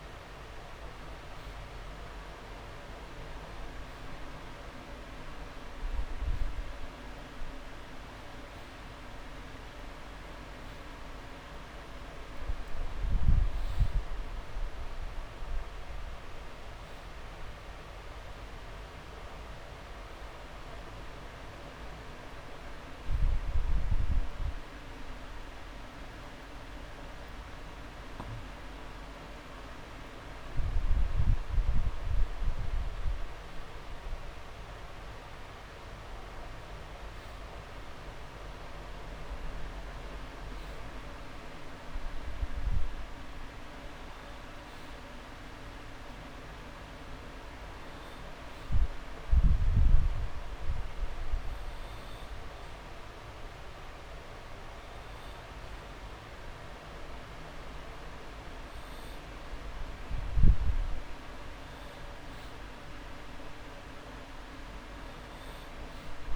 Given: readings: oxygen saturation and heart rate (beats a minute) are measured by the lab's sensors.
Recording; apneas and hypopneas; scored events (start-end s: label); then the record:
breathing in sleep, hard to hear, by a room microphone; none
none scored
From the record:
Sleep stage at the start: N2 (light sleep); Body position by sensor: on the back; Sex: male